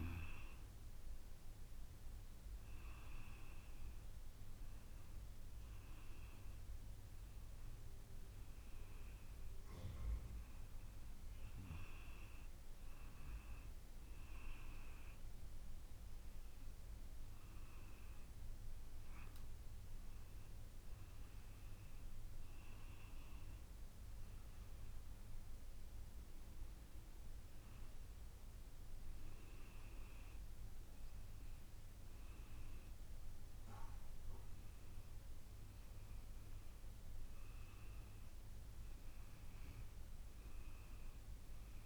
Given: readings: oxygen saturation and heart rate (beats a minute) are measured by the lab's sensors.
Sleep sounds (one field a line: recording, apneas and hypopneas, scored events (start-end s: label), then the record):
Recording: breathing in sleep, hard to hear, by a room microphone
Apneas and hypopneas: none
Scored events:
none scored
From the record:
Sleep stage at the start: N2 (light sleep)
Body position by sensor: on the back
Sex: female